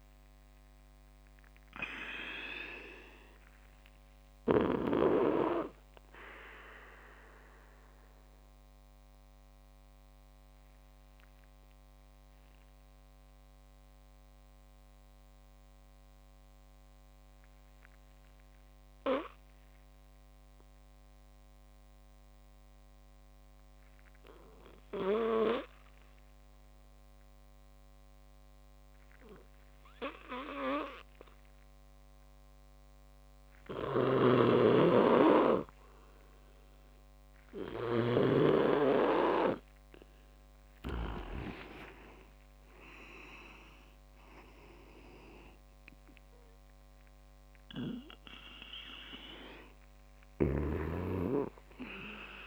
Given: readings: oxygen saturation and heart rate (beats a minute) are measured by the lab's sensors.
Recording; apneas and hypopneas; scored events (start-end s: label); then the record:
breathing in sleep by a microphone on the trachea; 1
0.00-19.00 s: tachycardia (device-marked)
3.00-11.00 s: oxygen desaturation (device-marked, oxygen 94% before, 91% lowest)
8.50-39.50 s: obstructive apnea (oxygen 96% before, 88% lowest)
21.00-29.00 s: oxygen desaturation (device-marked, oxygen 94% before, 88% lowest)
34.00-41.50 s: snoring (device-marked)
40.00-45.00 s: arousal
40.00-52.47 s: oxygen desaturation (device-marked, oxygen 99% before, 94% lowest)
From the record:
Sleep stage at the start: N2 (light sleep); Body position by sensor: on the back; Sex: male